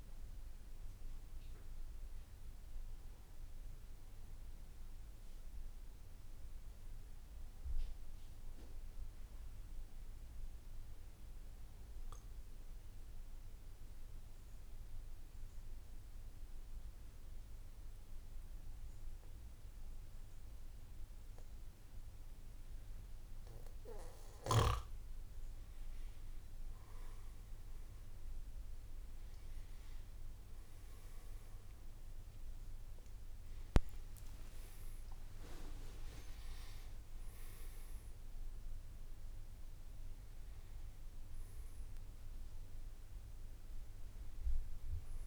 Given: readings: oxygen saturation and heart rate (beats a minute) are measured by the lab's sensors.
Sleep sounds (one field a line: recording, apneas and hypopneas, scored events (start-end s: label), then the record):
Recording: breathing in sleep by a room microphone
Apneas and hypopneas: 1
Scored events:
13.50-25.00 s: obstructive apnea (oxygen 97% before, 92% lowest, heart rate 55 before, 54 extreme, up 11 after)
From the record:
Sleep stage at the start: N3 (deep sleep)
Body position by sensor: on the back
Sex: male